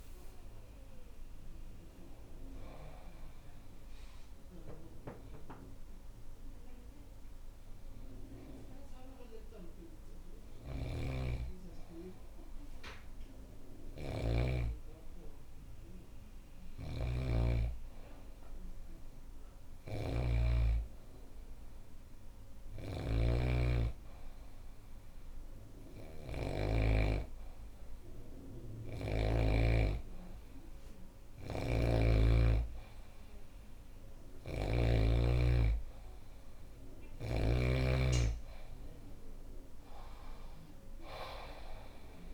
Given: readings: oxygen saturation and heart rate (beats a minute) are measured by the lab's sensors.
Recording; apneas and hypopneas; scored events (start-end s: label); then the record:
breathing in sleep by a room microphone; 1
0.00-7.50 s: oxygen desaturation (device-marked, oxygen 93% lowest, heart rate 67 extreme)
3.00-13.50 s: hypopnea (oxygen 97% before, 93% lowest, heart rate 72 before, 67 extreme, up 0 after)
10.00-26.00 s: snoring (device-marked)
17.00-22.00 s: arousal
28.50-42.34 s: oxygen desaturation (device-marked, oxygen 97% before, 93% lowest, heart rate 68 before, 69 extreme)
30.50-42.34 s: snoring (device-marked)
From the record:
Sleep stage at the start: N2 (light sleep); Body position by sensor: on the back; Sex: female